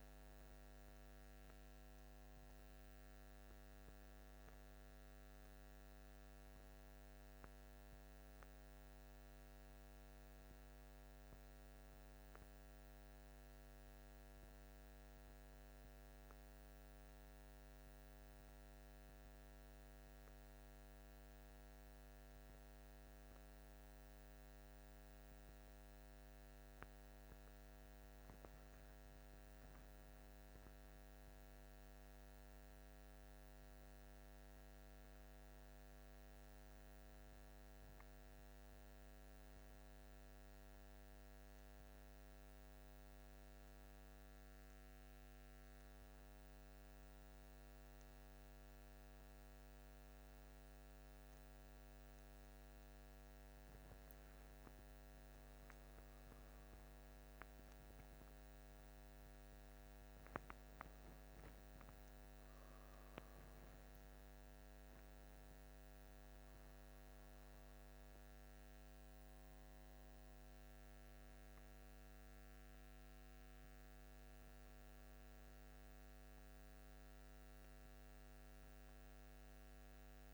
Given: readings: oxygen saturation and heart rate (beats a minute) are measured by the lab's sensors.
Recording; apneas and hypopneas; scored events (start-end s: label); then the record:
a person awake in a sleep study, hard to hear, by a microphone on the trachea; none
0.00-5.50 s: oxygen desaturation (device-marked, oxygen 88% lowest, heart rate 58 extreme)
From the record:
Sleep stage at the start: awake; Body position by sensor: on the back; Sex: male